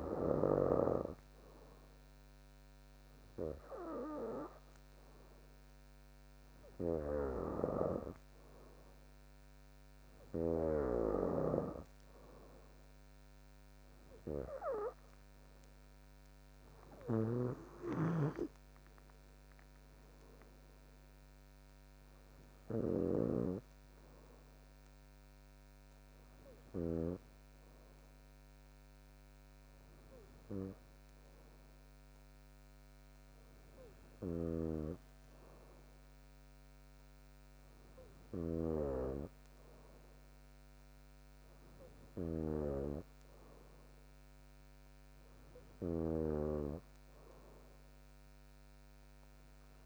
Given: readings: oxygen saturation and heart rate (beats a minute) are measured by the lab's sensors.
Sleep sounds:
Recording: breathing in sleep by a microphone on the trachea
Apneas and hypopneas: none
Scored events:
0.50-6.50 s: oxygen desaturation (device-marked, oxygen 97% before, 93% lowest, heart rate 66 before, 56 extreme)
17.00-23.50 s: snoring (device-marked)
22.50-31.50 s: bradycardia (device-marked, heart rate 64 before, 56 extreme)
34.50-39.00 s: snoring (device-marked)
From the record:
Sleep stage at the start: N2 (light sleep)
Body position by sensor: on the back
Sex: female

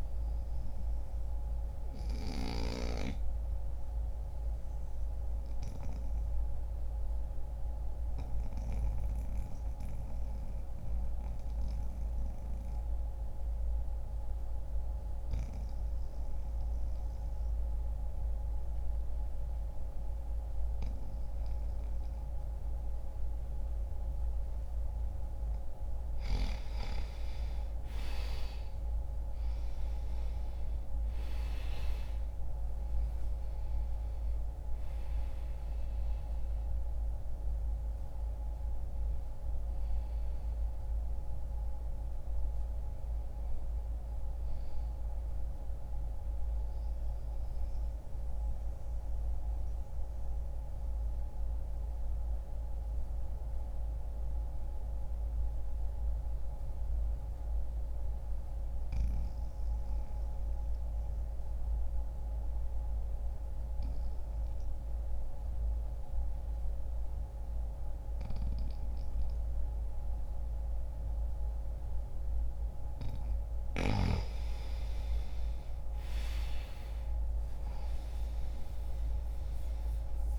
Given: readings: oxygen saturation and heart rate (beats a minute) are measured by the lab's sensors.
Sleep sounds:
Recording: breathing in sleep, hard to hear, by a room microphone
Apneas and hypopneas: 2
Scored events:
3.50-23.50 s: obstructive apnea (oxygen 96% before, 89% lowest, heart rate 64 before, 59 extreme, up 0 after)
7.50-22.50 s: oxygen desaturation (device-marked, oxygen 95% before, 90% lowest, heart rate 63 before, 59 extreme)
25.50-29.50 s: arousal
45.50-72.00 s: mixed apnea (oxygen 95% before, 89% lowest, heart rate 62 before, 56 extreme, up 1 after)
57.50-67.50 s: oxygen desaturation (device-marked, oxygen 94% before, 89% lowest, heart rate 62 before, 56 extreme)
74.00-78.50 s: arousal
78.50-80.39 s: oxygen desaturation (device-marked, oxygen 98% before, 93% lowest, heart rate 62 before, 59 extreme)
From the record:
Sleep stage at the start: N2 (light sleep)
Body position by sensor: on the back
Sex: male

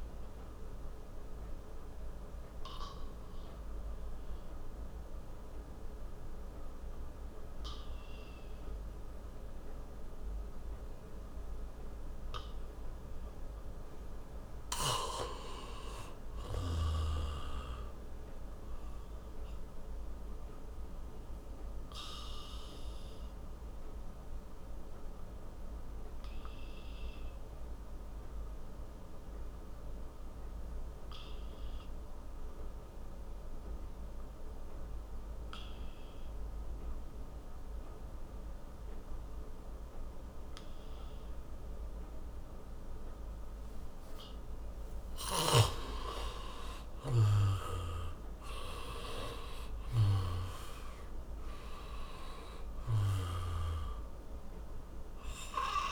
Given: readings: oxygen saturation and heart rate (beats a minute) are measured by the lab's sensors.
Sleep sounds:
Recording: breathing in sleep by a room microphone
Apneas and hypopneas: 1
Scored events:
0.00-27.00 s: oxygen desaturation (device-marked, oxygen 89% lowest)
21.50-44.50 s: obstructive apnea (oxygen 97% before, 88% lowest)
46.50-51.50 s: arousal
52.00-55.92 s: oxygen desaturation (device-marked, oxygen 96% before, 88% lowest)
From the record:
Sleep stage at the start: N2 (light sleep)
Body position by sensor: on the back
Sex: male

